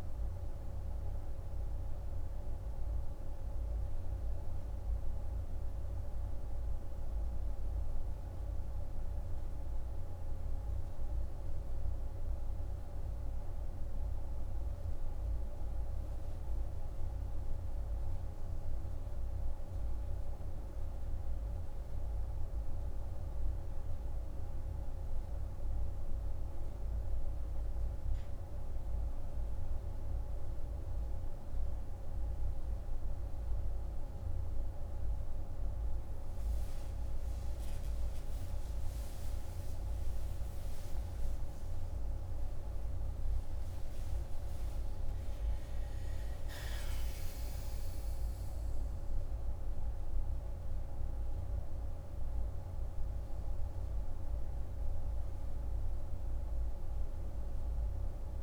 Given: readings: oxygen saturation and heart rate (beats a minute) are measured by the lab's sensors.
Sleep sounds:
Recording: a person awake in a sleep study, hard to hear, by a room microphone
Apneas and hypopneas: none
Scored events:
57.50-58.43 s: new sleep stage, N1 (lightest sleep)
From the record:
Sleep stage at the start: awake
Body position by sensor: on the right side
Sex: male

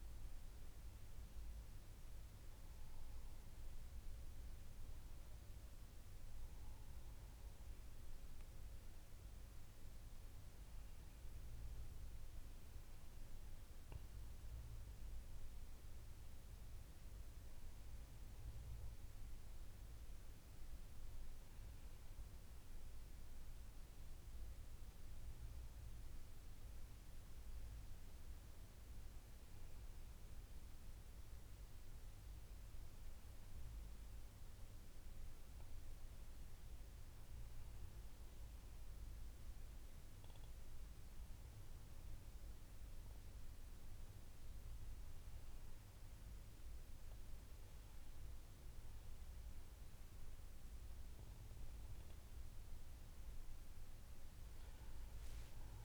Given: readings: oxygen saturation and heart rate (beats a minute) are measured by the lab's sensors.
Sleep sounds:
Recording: breathing in sleep, hard to hear, by a room microphone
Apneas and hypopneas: none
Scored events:
none scored
From the record:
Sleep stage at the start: N2 (light sleep)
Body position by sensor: on the back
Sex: female

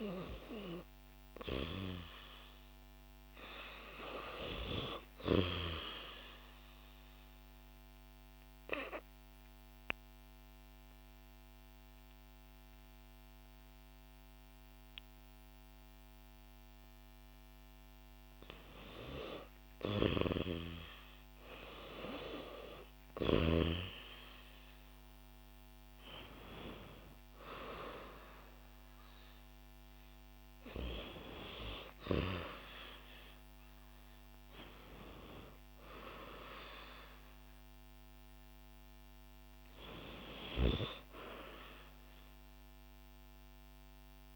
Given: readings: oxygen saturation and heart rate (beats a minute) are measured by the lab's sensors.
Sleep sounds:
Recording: breathing in sleep by a microphone on the trachea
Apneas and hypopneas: 1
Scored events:
0.00-1.50 s: arousal
0.00-22.00 s: oxygen desaturation (device-marked, oxygen 92% before, 87% lowest, heart rate 62 before, 66 extreme)
7.50-17.50 s: obstructive apnea (oxygen 94% before, 87% lowest, heart rate 64 before, 68 extreme, up 3 after)
25.50-29.50 s: arousal
30.00-44.36 s: oxygen desaturation (device-marked, oxygen 93% before, 89% lowest, heart rate 69 before, 62 extreme)
From the record:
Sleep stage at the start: REM sleep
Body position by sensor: on the back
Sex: female

